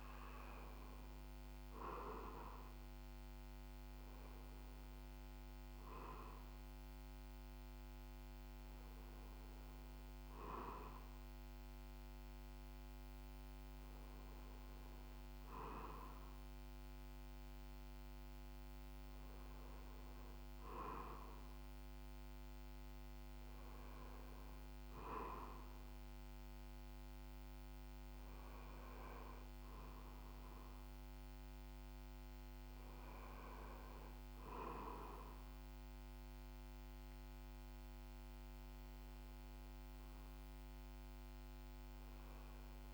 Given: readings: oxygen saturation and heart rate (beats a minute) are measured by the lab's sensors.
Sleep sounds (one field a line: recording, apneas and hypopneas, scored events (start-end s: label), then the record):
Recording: breathing in sleep by a microphone on the trachea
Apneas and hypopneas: none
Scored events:
none scored
From the record:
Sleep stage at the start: REM sleep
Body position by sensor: on the back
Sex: male